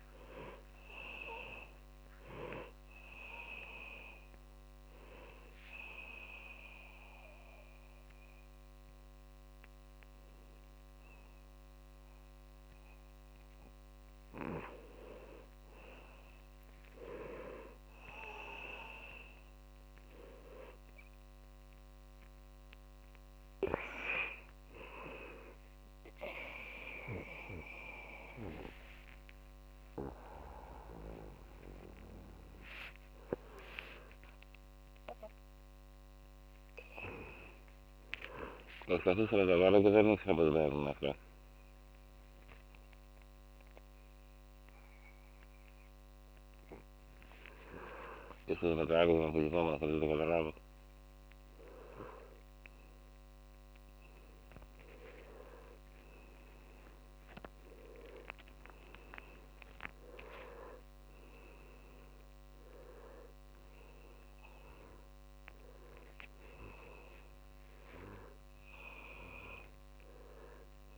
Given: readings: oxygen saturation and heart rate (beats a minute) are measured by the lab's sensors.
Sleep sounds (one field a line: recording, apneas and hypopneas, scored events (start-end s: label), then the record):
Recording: a person awake in a sleep study, by a microphone on the trachea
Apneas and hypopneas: none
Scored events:
0.00-5.00 s: tachycardia (device-marked, heart rate 174 extreme)
7.00-70.98 s: new sleep stage, awake
From the record:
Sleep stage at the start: N2 (light sleep)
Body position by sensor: on the back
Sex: male